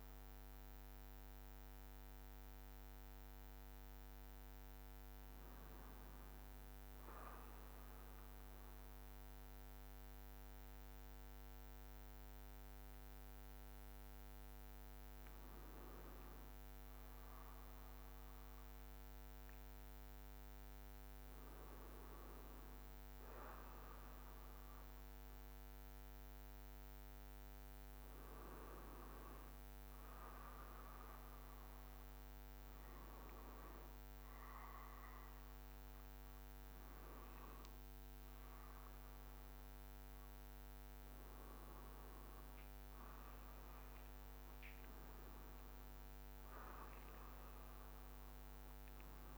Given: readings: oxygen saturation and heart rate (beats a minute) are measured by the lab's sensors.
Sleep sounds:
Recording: a person partly awake in a sleep study, hard to hear, by a microphone on the trachea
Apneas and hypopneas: none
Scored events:
10.50-40.50 s: new sleep stage, N1 (lightest sleep)
40.50-49.38 s: new sleep stage, awake
43.50-45.50 s: long interval between heartbeats (device-marked, heart rate 69 before, 79 extreme)
From the record:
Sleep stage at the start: awake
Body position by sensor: on the back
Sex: male

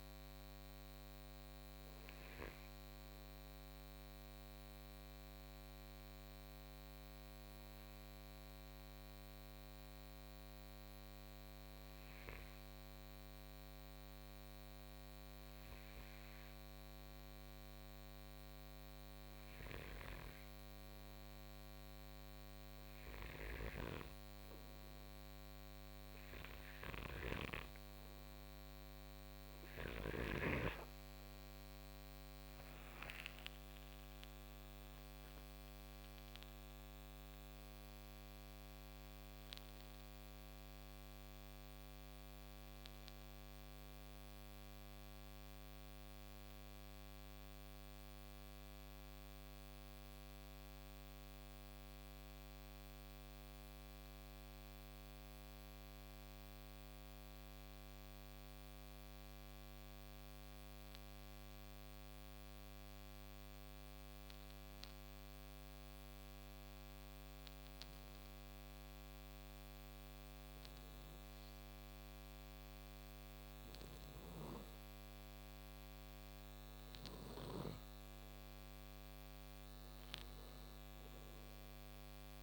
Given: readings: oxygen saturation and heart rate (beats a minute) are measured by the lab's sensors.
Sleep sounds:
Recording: breathing in sleep, hard to hear, by a microphone on the trachea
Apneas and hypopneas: 2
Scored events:
0.00-1.50 s: oxygen desaturation (device-marked, oxygen 89% lowest, heart rate 49 extreme)
6.00-28.00 s: hypopnea (oxygen 94% before, 90% lowest, heart rate 69 before, 52 extreme, up 40 after)
31.00-36.00 s: arousal
31.50-59.50 s: oxygen desaturation (device-marked, oxygen 98% before, 92% lowest, heart rate 58 before, 52 extreme)
45.50-72.50 s: hypopnea (oxygen 98% before, 89% lowest, heart rate 70 before, 55 extreme, up 4 after)
72.50-82.43 s: oxygen desaturation (device-marked, oxygen 97% before, 91% lowest, heart rate 59 before, 54 extreme)
73.50-82.43 s: snoring (device-marked)
75.00-78.50 s: arousal
From the record:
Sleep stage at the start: N2 (light sleep)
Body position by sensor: on the right side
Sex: male

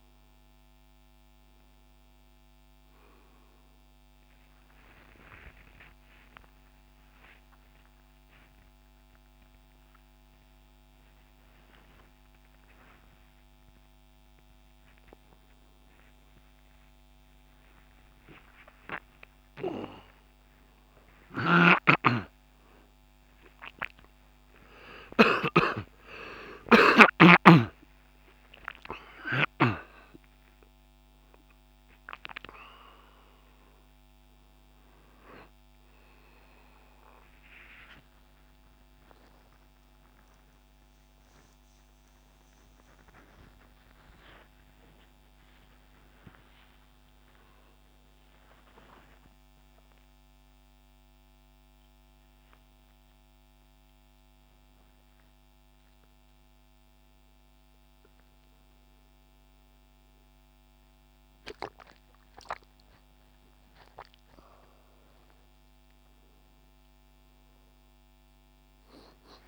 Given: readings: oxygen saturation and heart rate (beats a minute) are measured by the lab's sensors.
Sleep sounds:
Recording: a person awake in a sleep study, by a microphone on the trachea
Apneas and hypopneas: none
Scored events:
66.00-69.47 s: oxygen desaturation (device-marked, oxygen 98% before, 93% lowest, heart rate 89 before, 86 extreme)
From the record:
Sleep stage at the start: awake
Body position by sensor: on the right side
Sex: male

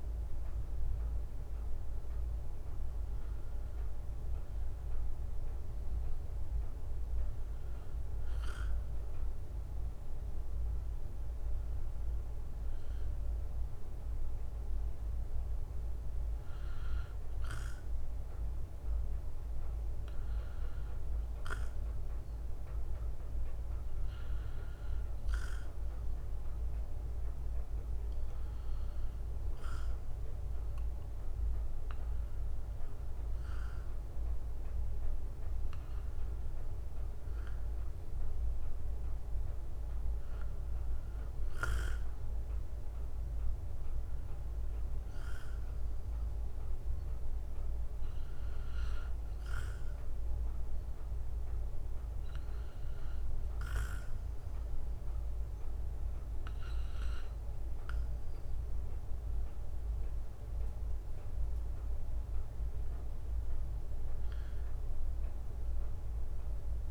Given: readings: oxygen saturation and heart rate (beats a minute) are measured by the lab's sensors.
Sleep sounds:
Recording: breathing in sleep, hard to hear, by a room microphone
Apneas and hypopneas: 2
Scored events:
14.50-25.50 s: hypopnea (oxygen 96% before, 92% lowest, heart rate 65 before, 63 extreme, up 4 after)
29.00-33.00 s: arousal
48.50-59.50 s: hypopnea (oxygen 94% before, 91% lowest, heart rate 66 before, 62 extreme, up 4 after)
62.50-66.00 s: arousal
From the record:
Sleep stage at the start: N2 (light sleep)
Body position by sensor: on the right side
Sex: male

